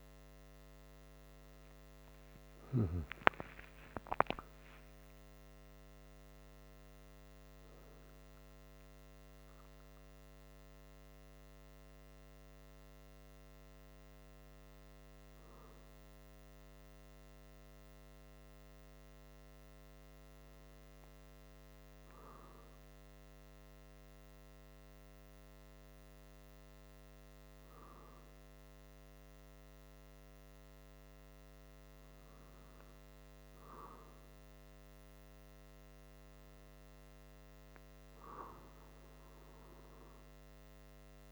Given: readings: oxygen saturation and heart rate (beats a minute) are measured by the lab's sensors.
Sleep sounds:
breathing in sleep, hard to hear, by a microphone on the trachea; none
2.50-6.50 s: arousal
From the record:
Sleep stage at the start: N2 (light sleep); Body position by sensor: on the back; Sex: male

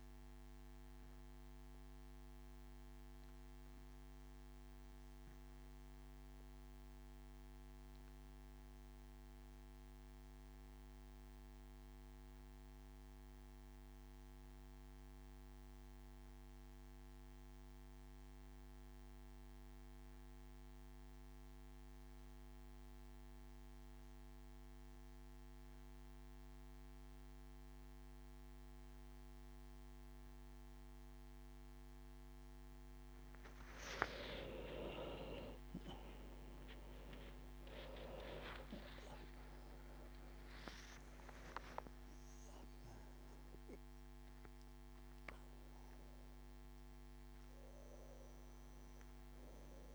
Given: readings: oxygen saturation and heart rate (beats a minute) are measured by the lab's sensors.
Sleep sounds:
breathing in sleep by a microphone on the trachea; 1
1.00-31.50 s: obstructive apnea (oxygen 98% before, 88% lowest)
34.50-49.95 s: oxygen desaturation (device-marked, oxygen 95% before, 88% lowest)
35.00-39.00 s: arousal
From the record:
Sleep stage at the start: N2 (light sleep); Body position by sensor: on the back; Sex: male

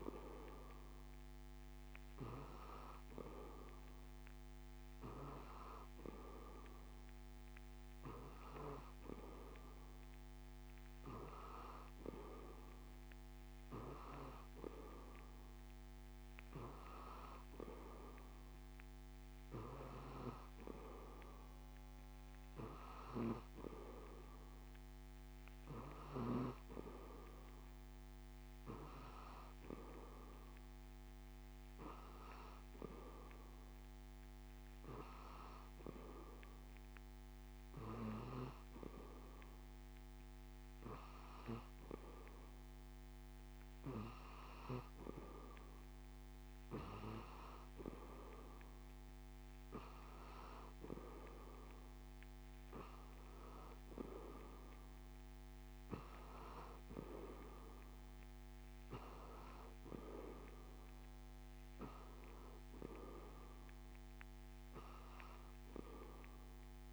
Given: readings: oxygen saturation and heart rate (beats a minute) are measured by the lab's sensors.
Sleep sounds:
breathing in sleep by a microphone on the trachea; none
none scored
From the record:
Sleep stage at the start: N2 (light sleep); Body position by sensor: on the back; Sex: male

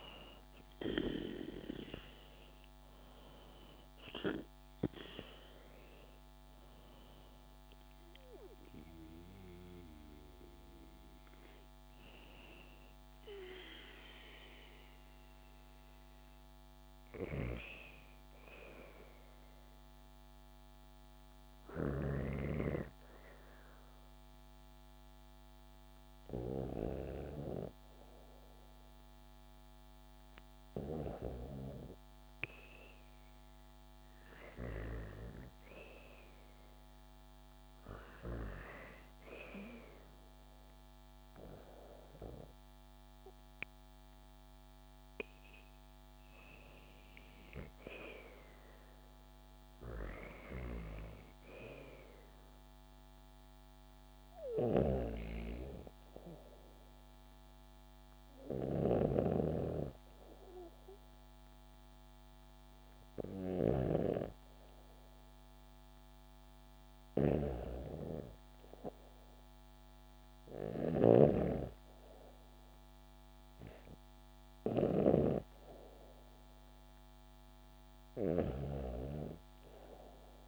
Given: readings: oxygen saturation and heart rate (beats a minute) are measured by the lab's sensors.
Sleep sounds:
breathing in sleep by a microphone on the trachea; none
0.00-14.50 s: oxygen desaturation (device-marked, oxygen 92% lowest, heart rate 58 extreme)
11.50-13.50 s: bradycardia (device-marked, heart rate 70 before, 63 extreme)
58.00-63.00 s: snoring (device-marked)
70.00-74.50 s: snoring (device-marked)
78.00-80.48 s: arousal
From the record:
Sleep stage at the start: REM sleep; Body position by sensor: on the back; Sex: female

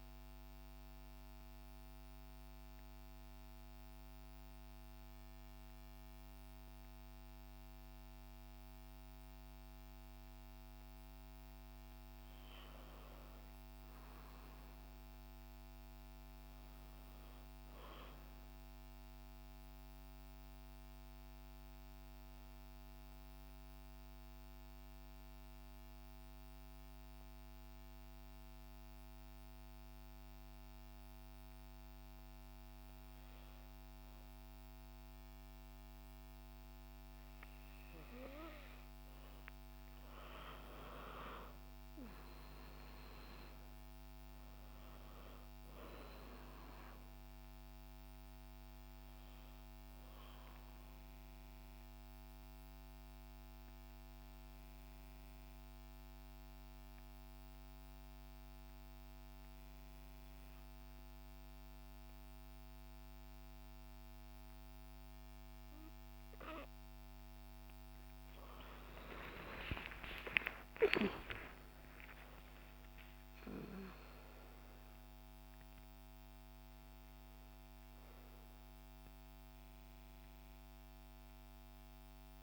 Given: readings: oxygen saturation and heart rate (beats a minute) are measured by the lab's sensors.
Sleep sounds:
breathing in sleep by a microphone on the trachea; 3
0.50-11.00 s: obstructive apnea (oxygen 98% before, 90% lowest, heart rate 106 before, 53 extreme, up 37 after)
2.50-13.50 s: oxygen desaturation (device-marked, oxygen 98% before, 92% lowest, heart rate 107 before, 53 extreme)
13.50-17.50 s: arousal
21.50-32.50 s: oxygen desaturation (device-marked, oxygen 97% before, 93% lowest, heart rate 89 before, 63 extreme)
24.00-36.50 s: hypopnea (oxygen 97% before, 90% lowest, heart rate 88 before, 63 extreme, up 48 after)
39.50-43.50 s: arousal
41.50-62.50 s: oxygen desaturation (device-marked, oxygen 96% before, 90% lowest, heart rate 104 before, 60 extreme)
52.50-67.50 s: hypopnea (oxygen 96% before, 90% lowest, heart rate 108 before, 60 extreme, up 51 after)
69.00-73.00 s: arousal
72.50-82.43 s: oxygen desaturation (device-marked, oxygen 97% before, 91% lowest, heart rate 129 before, 55 extreme)
From the record:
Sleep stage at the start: N2 (light sleep); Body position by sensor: on the back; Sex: female

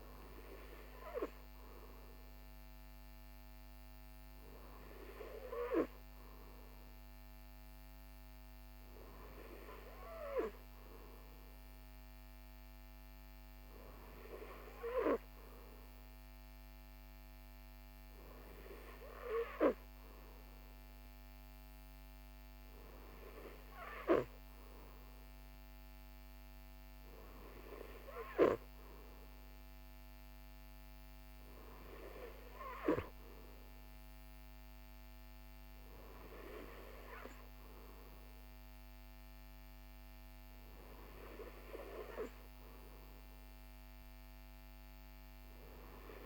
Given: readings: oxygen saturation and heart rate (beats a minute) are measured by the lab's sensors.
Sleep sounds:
breathing in sleep by a microphone on the trachea; none
none scored
From the record:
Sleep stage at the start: N3 (deep sleep); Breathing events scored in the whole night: 219 in 7.0 hours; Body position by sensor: on the right side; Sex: male

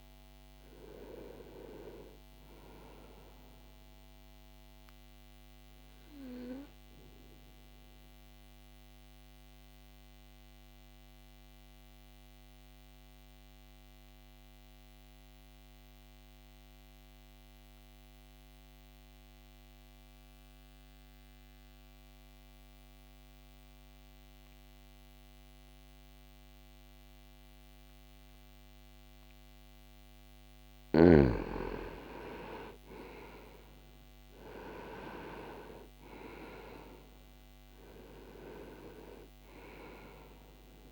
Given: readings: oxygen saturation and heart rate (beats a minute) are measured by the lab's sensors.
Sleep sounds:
breathing in sleep by a microphone on the trachea; 1
0.00-25.00 s: oxygen desaturation (device-marked, oxygen 86% lowest, heart rate 59 extreme)
5.50-29.50 s: mixed apnea (oxygen 95% before, 86% lowest, heart rate 62 before, 59 extreme, up 1 after)
31.50-35.50 s: arousal
38.00-40.92 s: oxygen desaturation (device-marked, oxygen 97% before, 88% lowest, heart rate 62 before, 60 extreme)
From the record:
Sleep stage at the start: N2 (light sleep); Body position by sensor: on the back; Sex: male

